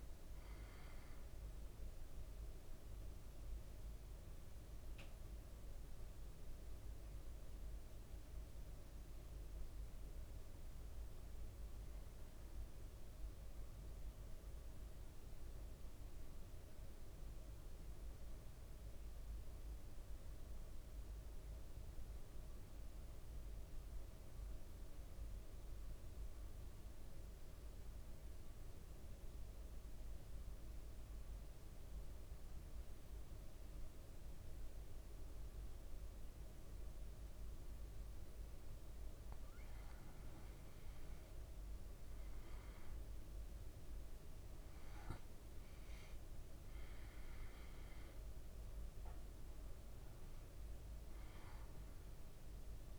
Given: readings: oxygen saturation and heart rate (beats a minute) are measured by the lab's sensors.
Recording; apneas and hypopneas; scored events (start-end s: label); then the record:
breathing in sleep, hard to hear, by a room microphone; 1
0.00-13.50 s: oxygen desaturation (device-marked, oxygen 95% lowest, heart rate 57 extreme)
16.00-20.50 s: arousal
24.50-39.00 s: central apnea (oxygen 100% before, 95% lowest, heart rate 59 before, 56 extreme, up 3 after)
42.50-47.50 s: arousal
47.50-52.99 s: oxygen desaturation (device-marked, oxygen 99% before, 95% lowest, heart rate 58 before, 56 extreme)
From the record:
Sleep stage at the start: N2 (light sleep); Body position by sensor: on the back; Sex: male